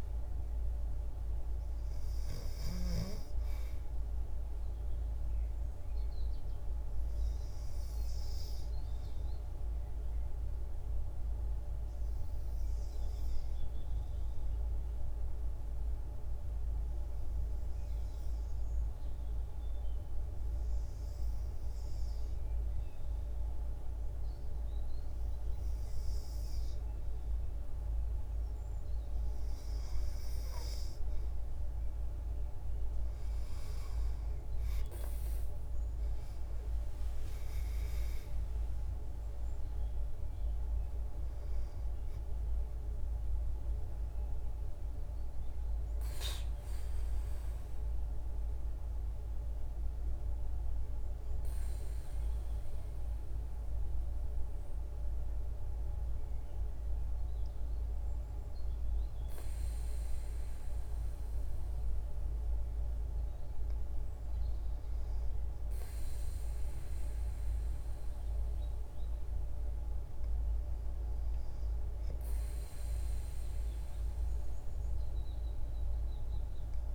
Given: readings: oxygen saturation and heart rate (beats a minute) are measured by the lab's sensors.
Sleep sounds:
breathing in sleep, hard to hear, by a room microphone; 2
0.00-4.00 s: arousal
9.50-27.00 s: obstructive apnea (oxygen 95% before, 86% lowest, heart rate 59 before, 56 extreme, up 6 after)
29.00-52.00 s: oxygen desaturation (device-marked, oxygen 94% before, 86% lowest, heart rate 57 before, 55 extreme)
32.00-36.50 s: arousal
38.00-76.95 s: new sleep stage, N2 (light sleep)
44.00-57.50 s: hypopnea (oxygen 94% before, 86% lowest, heart rate 62 before, 54 extreme, up 0 after)
60.00-63.00 s: arousal
From the record:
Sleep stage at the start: REM sleep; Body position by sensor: on the back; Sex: female

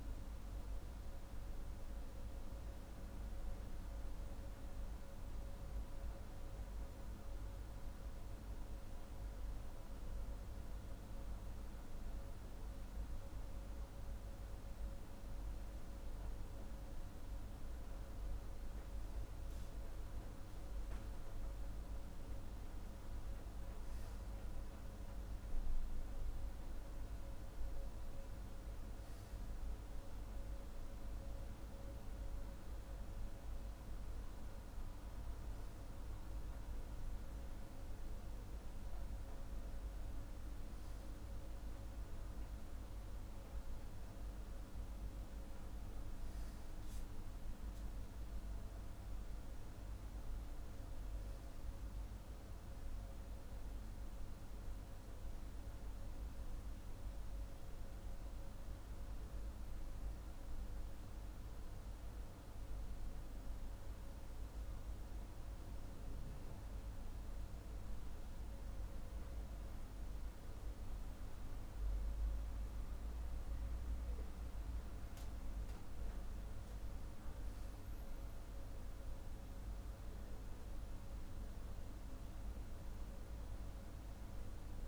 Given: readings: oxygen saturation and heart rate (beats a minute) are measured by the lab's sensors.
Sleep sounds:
breathing in sleep, hard to hear, by a room microphone; none
82.50-84.88 s: new sleep stage, N3 (deep sleep)
From the record:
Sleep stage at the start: N2 (light sleep); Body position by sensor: on the back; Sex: male

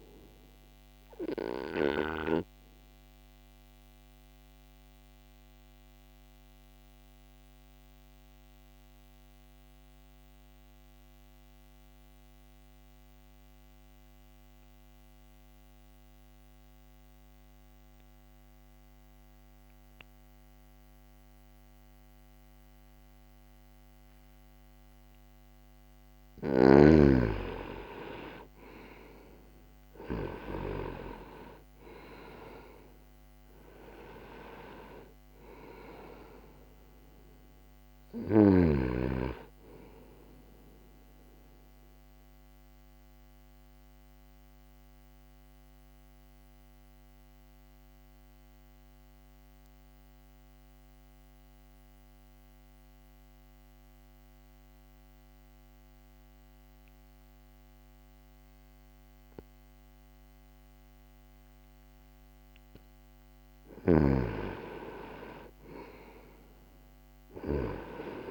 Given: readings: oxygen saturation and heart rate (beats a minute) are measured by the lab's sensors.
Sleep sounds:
breathing in sleep by a microphone on the trachea; 2
0.00-23.00 s: oxygen desaturation (device-marked, oxygen 88% lowest, heart rate 60 extreme)
2.00-25.00 s: mixed apnea (oxygen 97% before, 87% lowest, heart rate 61 before, 60 extreme, up 0 after)
26.50-31.00 s: arousal
28.00-50.00 s: oxygen desaturation (device-marked, oxygen 97% before, 90% lowest, heart rate 60 before, 60 extreme)
40.50-62.50 s: mixed apnea (oxygen 97% before, 87% lowest, heart rate 60 before, 60 extreme, up 1 after)
52.00-61.00 s: oxygen desaturation (device-marked, oxygen 91% before, 87% lowest, heart rate 60 before, 60 extreme)
64.00-68.00 s: arousal
From the record:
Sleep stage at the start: N2 (light sleep); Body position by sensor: on the back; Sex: male

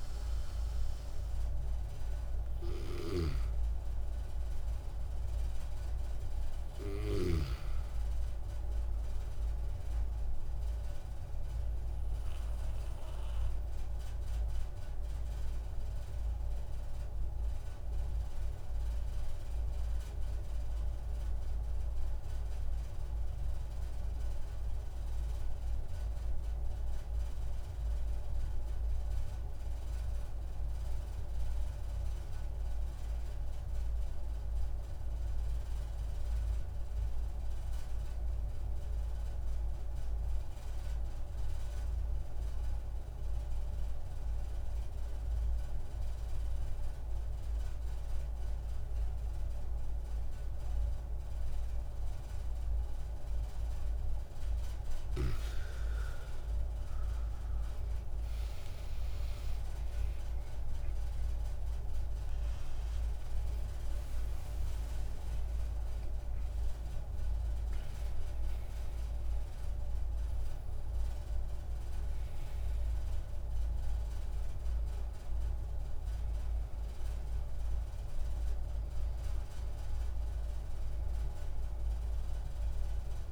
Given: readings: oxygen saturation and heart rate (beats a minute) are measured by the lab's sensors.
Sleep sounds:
breathing in sleep, hard to hear, by a room microphone; 1
0.00-8.00 s: oxygen desaturation (device-marked, oxygen 88% lowest)
10.50-53.50 s: obstructive apnea (oxygen 99% before, 86% lowest)
30.00-83.32 s: oxygen desaturation (device-marked, oxygen 98% before, 86% lowest)
55.50-60.00 s: arousal
From the record:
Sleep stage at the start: N1 (lightest sleep); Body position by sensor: on the back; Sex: male

